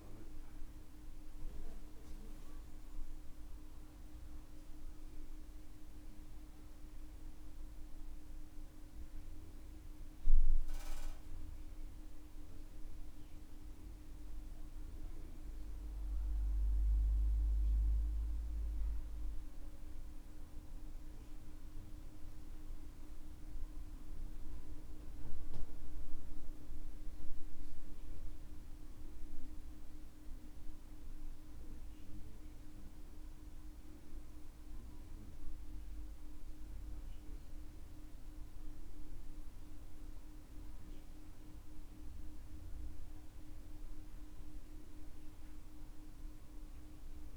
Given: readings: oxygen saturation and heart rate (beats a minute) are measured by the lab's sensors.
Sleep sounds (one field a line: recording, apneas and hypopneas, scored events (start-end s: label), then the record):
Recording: breathing in sleep, hard to hear, by a room microphone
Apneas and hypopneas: none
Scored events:
0.00-11.00 s: oxygen desaturation (device-marked, oxygen 87% lowest, heart rate 47 extreme)
44.50-47.37 s: arousal
From the record:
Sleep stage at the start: N2 (light sleep)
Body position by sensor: on the back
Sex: male